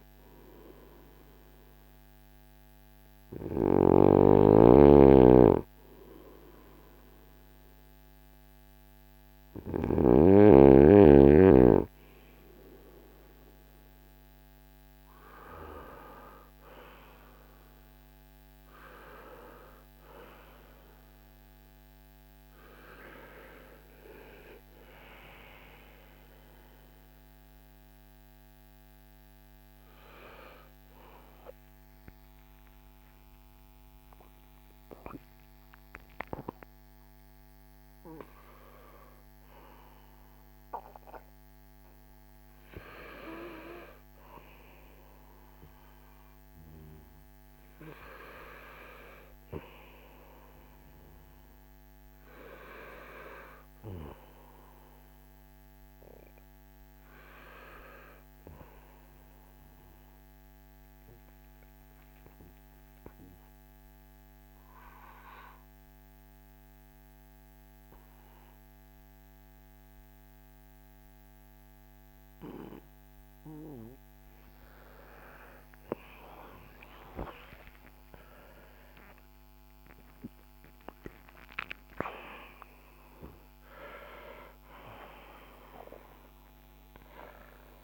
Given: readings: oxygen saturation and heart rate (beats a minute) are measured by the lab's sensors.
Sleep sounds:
breathing in sleep by a microphone on the trachea; 1
0.00-3.50 s: snoring (device-marked)
15.00-87.84 s: new sleep stage, N2 (light sleep)
55.00-58.50 s: arousal
60.00-73.50 s: obstructive apnea (oxygen 97% before, 94% lowest, heart rate 65 before, 56 extreme, up 12 after)
75.50-82.00 s: arousal
From the record:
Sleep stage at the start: N3 (deep sleep); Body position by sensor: on the front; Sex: male

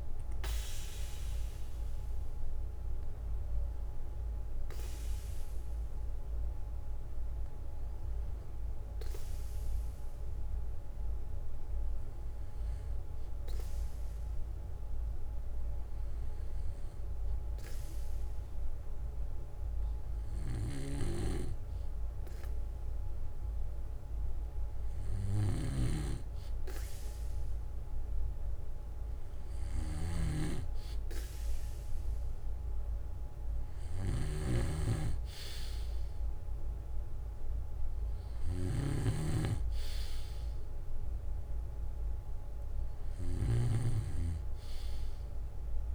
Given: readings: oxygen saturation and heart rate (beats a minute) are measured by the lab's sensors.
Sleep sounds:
breathing in sleep by a room microphone; 1
7.00-23.50 s: hypopnea (oxygen 95% before, 94% lowest, heart rate 67 before, 59 extreme, up 8 after)
26.50-30.50 s: arousal
29.50-43.50 s: snoring (device-marked)
From the record:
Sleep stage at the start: N2 (light sleep); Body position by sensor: on the back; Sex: male

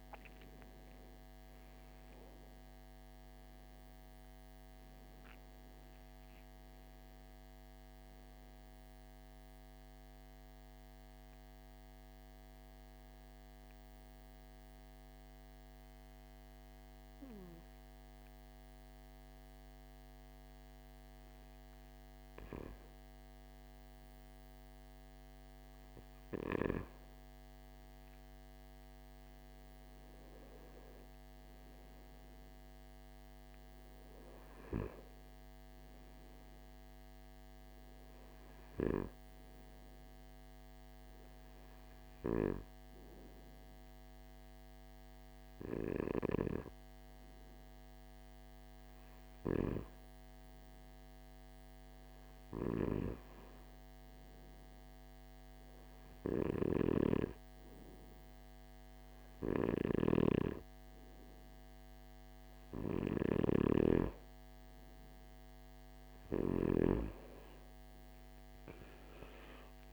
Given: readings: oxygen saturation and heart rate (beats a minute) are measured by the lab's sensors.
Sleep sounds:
breathing in sleep by a microphone on the trachea; 2
0.00-8.00 s: oxygen desaturation (device-marked, oxygen 85% lowest, heart rate 52 extreme)
10.00-22.50 s: obstructive apnea (oxygen 99% before, 92% lowest, heart rate 71 before, 52 extreme, up 5 after)
27.50-30.50 s: arousal
29.00-49.00 s: oxygen desaturation (device-marked, oxygen 99% before, 94% lowest, heart rate 54 before, 55 extreme)
45.00-62.00 s: hypopnea (oxygen 99% before, 91% lowest, heart rate 59 before, 56 extreme, up 12 after)
63.00-69.93 s: oxygen desaturation (device-marked, oxygen 95% before, 92% lowest, heart rate 58 before, 53 extreme)
67.50-69.93 s: arousal
From the record:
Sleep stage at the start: N2 (light sleep); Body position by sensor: on the right side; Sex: male

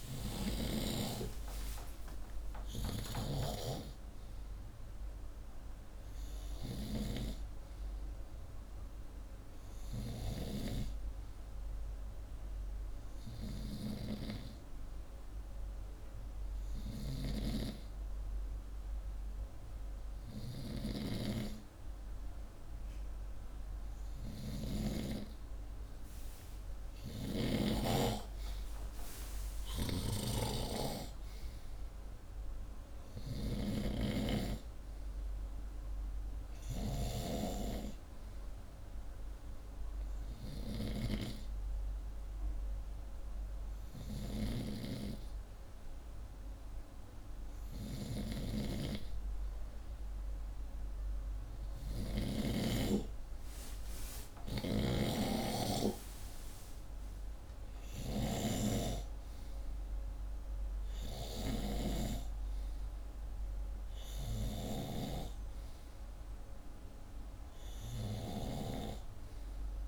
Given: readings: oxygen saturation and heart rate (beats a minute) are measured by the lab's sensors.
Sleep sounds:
breathing in sleep by a room microphone; none
27.50-31.00 s: arousal
29.50-33.50 s: snoring (device-marked)
54.50-62.00 s: snoring (device-marked)
64.00-68.50 s: snoring (device-marked)
From the record:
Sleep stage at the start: N2 (light sleep); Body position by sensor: upright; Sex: male

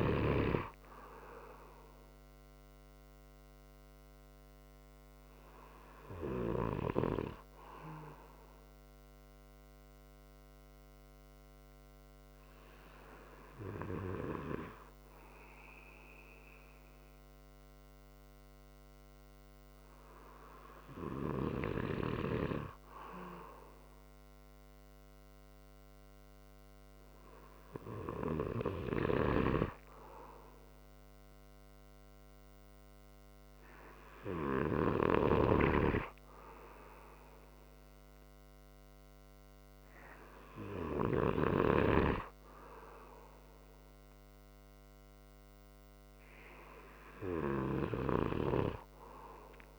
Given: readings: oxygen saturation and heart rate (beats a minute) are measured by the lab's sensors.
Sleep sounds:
breathing in sleep by a microphone on the trachea; none
28.50-35.00 s: snoring (device-marked)
From the record:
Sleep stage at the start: N2 (light sleep); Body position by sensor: on the right side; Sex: male

